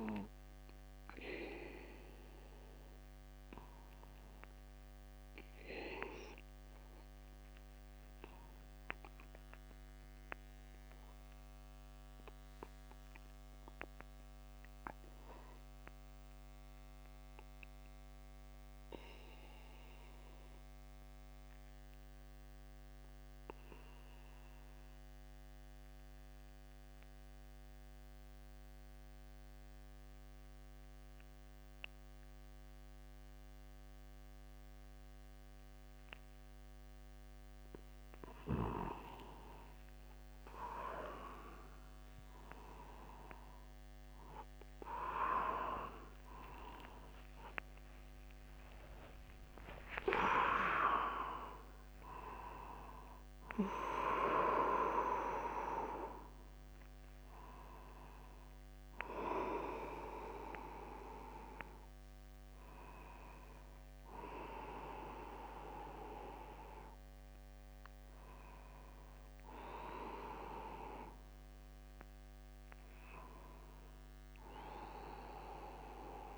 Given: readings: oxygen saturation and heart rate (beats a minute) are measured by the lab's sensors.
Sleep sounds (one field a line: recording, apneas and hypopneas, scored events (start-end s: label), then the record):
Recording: a person partly awake in a sleep study, by a microphone on the trachea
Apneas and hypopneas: 1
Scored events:
9.00-27.00 s: oxygen desaturation (device-marked, oxygen 97% before, 94% lowest, heart rate 50 before, 49 extreme)
10.50-37.00 s: obstructive apnea (oxygen 98% before, 93% lowest, heart rate 50 before, 49 extreme, up 2 after)
42.00-72.00 s: new sleep stage, awake
45.50-47.50 s: long interval between heartbeats (device-marked, heart rate 50 before, 57 extreme)
51.00-53.00 s: long interval between heartbeats (device-marked, heart rate 59 before, 121 extreme)
57.00-59.00 s: long interval between heartbeats (device-marked, heart rate 75 before, 70 extreme)
59.00-61.00 s: long interval between heartbeats (device-marked, heart rate 77 before, 95 extreme)
63.50-65.50 s: long interval between heartbeats (device-marked, heart rate 89 before, 111 extreme)
66.00-68.00 s: long interval between heartbeats (device-marked, heart rate 98 before, 97 extreme)
68.00-70.00 s: long interval between heartbeats (device-marked, heart rate 101 before, 103 extreme)
70.00-72.00 s: long interval between heartbeats (device-marked, heart rate 102 before, 113 extreme)
72.00-76.38 s: new sleep stage, N1 (lightest sleep)
74.50-76.38 s: long interval between heartbeats (device-marked, heart rate 102 before, 105 extreme)
From the record:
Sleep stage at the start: N2 (light sleep)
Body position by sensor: upright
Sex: male